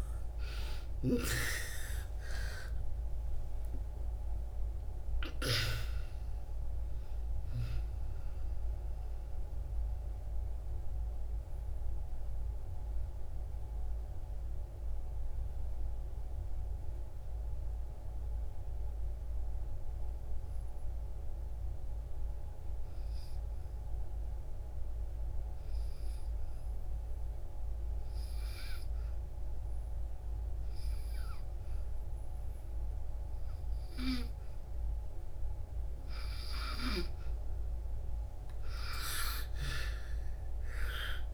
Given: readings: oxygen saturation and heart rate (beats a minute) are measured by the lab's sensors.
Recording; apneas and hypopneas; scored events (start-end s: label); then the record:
breathing in sleep by a room microphone; 1
0.00-5.00 s: snoring (device-marked)
0.00-5.50 s: arousal
0.00-26.00 s: oxygen desaturation (device-marked, oxygen 75% lowest)
9.00-37.00 s: mixed apnea (oxygen 95% before, 75% lowest)
28.00-41.34 s: oxygen desaturation (device-marked, oxygen 98% before, 82% lowest)
40.00-41.34 s: arousal
From the record:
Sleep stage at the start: N2 (light sleep); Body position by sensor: on the back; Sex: female